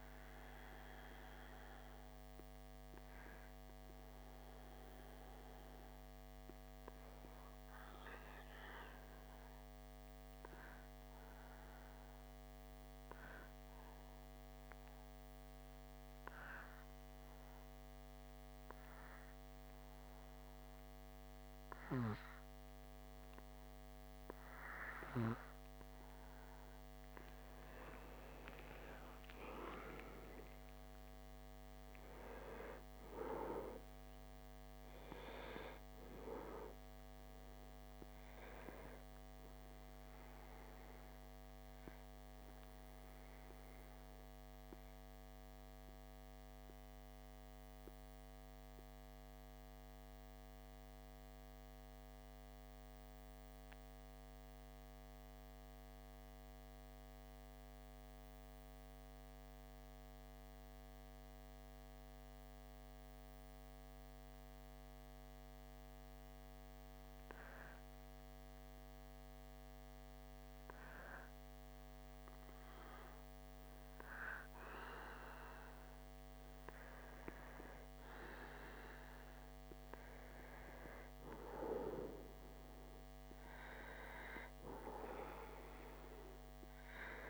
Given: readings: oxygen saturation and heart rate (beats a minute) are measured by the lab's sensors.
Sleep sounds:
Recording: breathing in sleep by a microphone on the trachea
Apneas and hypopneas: 2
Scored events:
0.50-28.50 s: obstructive apnea (oxygen 97% before, 93% lowest)
29.50-34.00 s: arousal
42.50-76.00 s: obstructive apnea (oxygen 97% before, 93% lowest)
77.00-82.00 s: arousal
From the record:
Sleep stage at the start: N2 (light sleep)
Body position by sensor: on the back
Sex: male

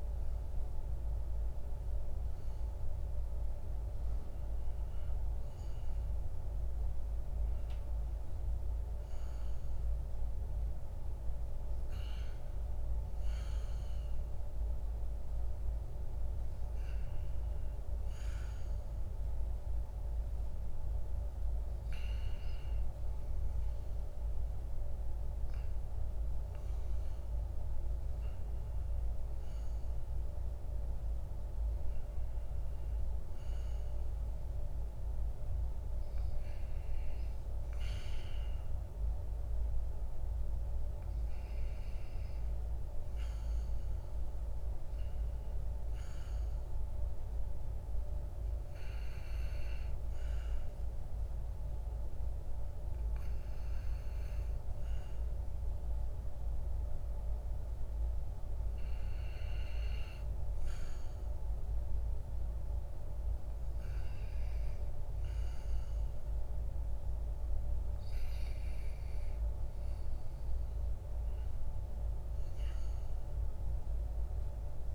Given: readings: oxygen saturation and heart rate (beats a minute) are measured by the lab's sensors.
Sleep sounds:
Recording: breathing in sleep, hard to hear, by a room microphone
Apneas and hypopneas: 1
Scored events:
46.00-59.50 s: obstructive apnea (oxygen 99% before, 96% lowest, heart rate 55 before, 58 extreme, up 2 after)
61.00-66.50 s: arousal
From the record:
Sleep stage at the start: REM sleep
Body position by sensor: on the back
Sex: male

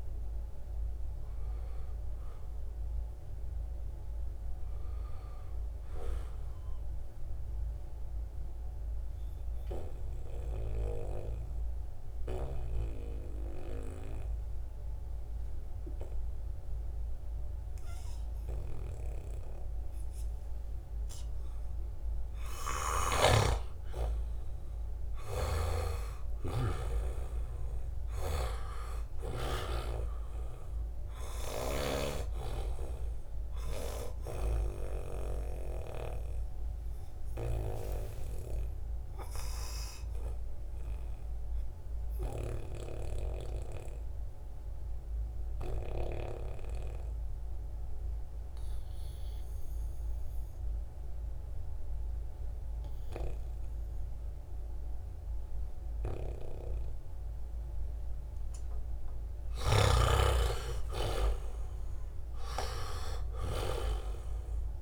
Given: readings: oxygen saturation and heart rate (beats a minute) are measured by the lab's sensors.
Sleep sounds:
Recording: breathing in sleep by a room microphone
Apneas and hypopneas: 2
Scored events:
0.00-3.50 s: oxygen desaturation (device-marked, oxygen 87% lowest, heart rate 63 extreme)
6.00-21.50 s: obstructive apnea (oxygen 98% before, 90% lowest, heart rate 78 before, 70 extreme, up 1 after)
23.50-29.00 s: arousal
24.50-31.50 s: snoring (device-marked)
34.50-56.50 s: obstructive apnea (oxygen 98% before, 90% lowest, heart rate 72 before, 66 extreme, up 1 after)
52.50-64.82 s: oxygen desaturation (device-marked, oxygen 95% before, 90% lowest, heart rate 73 before, 60 extreme)
58.00-62.00 s: arousal
58.50-63.00 s: snoring (device-marked)
From the record:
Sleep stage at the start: N2 (light sleep)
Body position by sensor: on the back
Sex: male

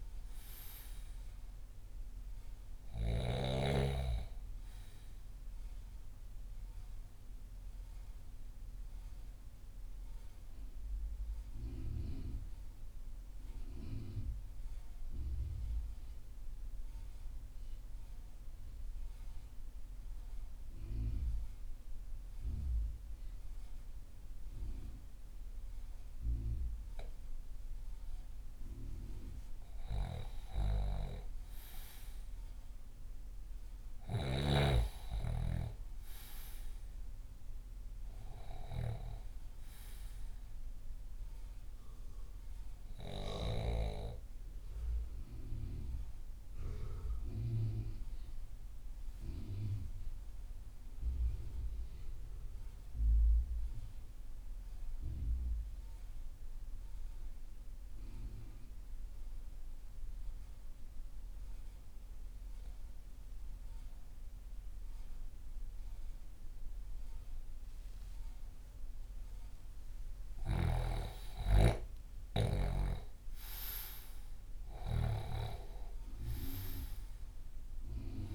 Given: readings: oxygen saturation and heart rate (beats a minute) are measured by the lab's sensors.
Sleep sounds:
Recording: breathing in sleep by a room microphone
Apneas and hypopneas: 2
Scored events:
0.00-18.00 s: oxygen desaturation (device-marked, oxygen 89% lowest)
7.50-28.50 s: central apnea (oxygen 98% before, 89% lowest)
30.00-34.00 s: arousal
34.00-59.00 s: oxygen desaturation (device-marked, oxygen 99% before, 91% lowest)
42.50-70.50 s: mixed apnea (oxygen 99% before, 89% lowest)
70.50-75.50 s: snoring (device-marked)
71.50-75.00 s: arousal
72.00-78.35 s: oxygen desaturation (device-marked, oxygen 98% before, 89% lowest)
From the record:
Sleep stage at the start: N2 (light sleep)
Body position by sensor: on the left side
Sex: male

